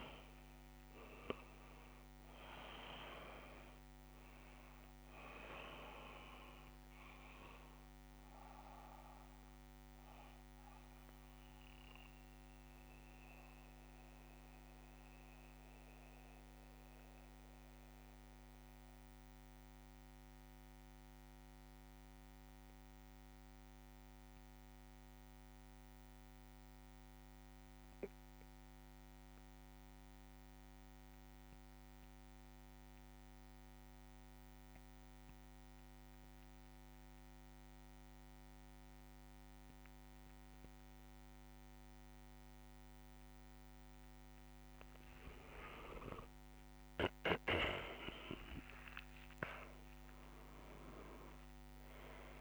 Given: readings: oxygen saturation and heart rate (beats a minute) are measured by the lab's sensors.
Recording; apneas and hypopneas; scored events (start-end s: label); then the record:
breathing in sleep by a microphone on the trachea; 1
0.00-2.00 s: arousal
0.00-21.50 s: oxygen desaturation (device-marked, oxygen 84% lowest)
10.00-44.00 s: mixed apnea (oxygen 100% before, 83% lowest)
39.50-52.41 s: oxygen desaturation (device-marked, oxygen 98% before, 83% lowest)
45.50-50.50 s: arousal
From the record:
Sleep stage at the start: N2 (light sleep); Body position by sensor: on the back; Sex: male